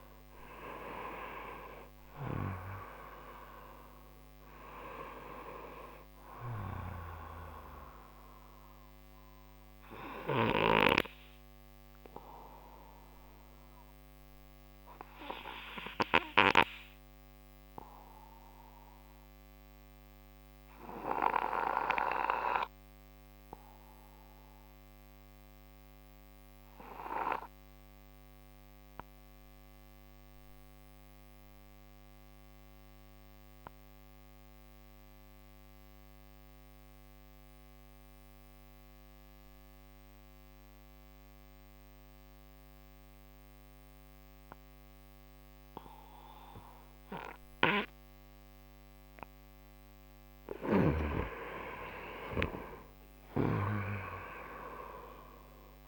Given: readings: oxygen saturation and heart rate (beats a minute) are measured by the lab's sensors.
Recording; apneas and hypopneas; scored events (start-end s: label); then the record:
breathing in sleep by a microphone on the trachea; 1
0.00-1.00 s: arousal
0.00-30.00 s: oxygen desaturation (device-marked, oxygen 87% lowest)
12.00-51.50 s: obstructive apnea (oxygen 97% before, 87% lowest)
47.00-55.88 s: oxygen desaturation (device-marked, oxygen 97% before, 89% lowest)
53.00-55.88 s: arousal
From the record:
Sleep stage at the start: N2 (light sleep); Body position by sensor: on the right side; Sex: male